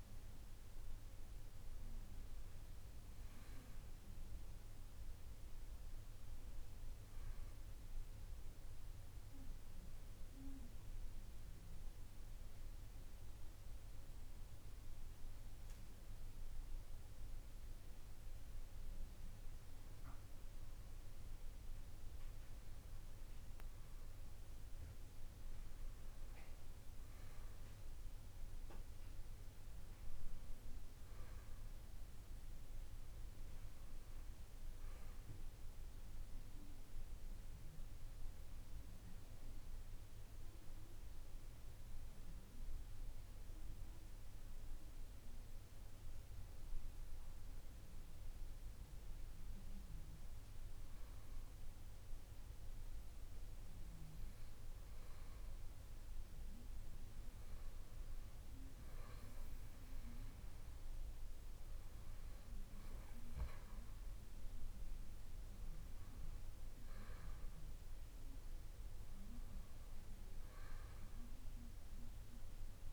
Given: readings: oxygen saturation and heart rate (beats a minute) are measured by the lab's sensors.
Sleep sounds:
breathing in sleep, hard to hear, by a room microphone; 2
4.00-13.00 s: oxygen desaturation (device-marked, oxygen 95% before, 92% lowest, heart rate 58 before, 57 extreme)
10.50-23.00 s: hypopnea (oxygen 96% before, 92% lowest, heart rate 59 before, 57 extreme, up 4 after)
25.50-30.50 s: arousal
39.00-53.50 s: hypopnea (oxygen 95% before, 92% lowest, heart rate 60 before, 54 extreme, up 3 after)
55.50-59.50 s: arousal
57.00-72.93 s: oxygen desaturation (device-marked, oxygen 95% before, 92% lowest, heart rate 59 before, 54 extreme)
From the record:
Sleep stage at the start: N2 (light sleep); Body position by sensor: on the back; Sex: male

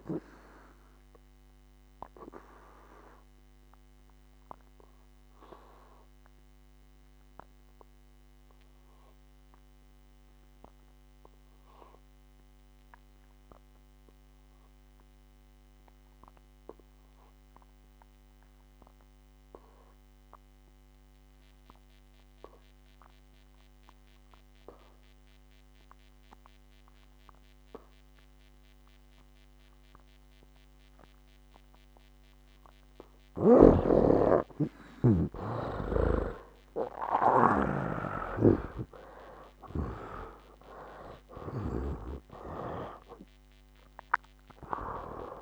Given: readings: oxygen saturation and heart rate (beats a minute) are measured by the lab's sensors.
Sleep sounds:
breathing in sleep by a microphone on the trachea; 1
0.00-28.00 s: oxygen desaturation (device-marked, oxygen 73% lowest, heart rate 58 extreme)
0.50-33.50 s: obstructive apnea (oxygen 95% before, 71% lowest, heart rate 66 before, 58 extreme, up 16 after)
35.00-45.42 s: oxygen desaturation (device-marked, oxygen 96% before, 71% lowest, heart rate 59 before, 57 extreme)
39.00-43.50 s: arousal
From the record:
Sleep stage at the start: N2 (light sleep); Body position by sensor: on the back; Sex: male

